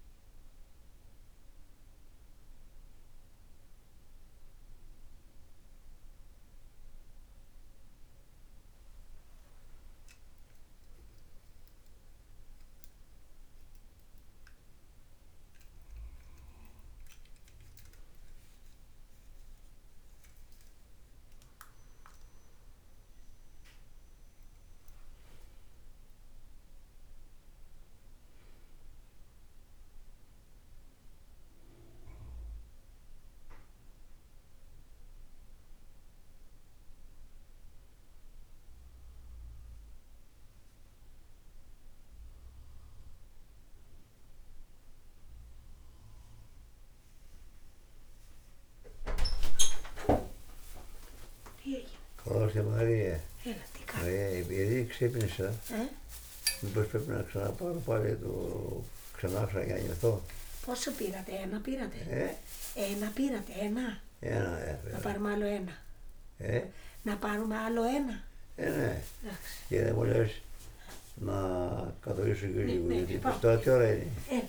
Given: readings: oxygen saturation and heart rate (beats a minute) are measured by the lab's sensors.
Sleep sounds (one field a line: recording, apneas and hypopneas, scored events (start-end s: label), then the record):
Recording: breathing in sleep by a room microphone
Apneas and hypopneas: none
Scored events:
59.50-74.49 s: new sleep stage, awake
From the record:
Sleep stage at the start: N1 (lightest sleep)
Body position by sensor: on the back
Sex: male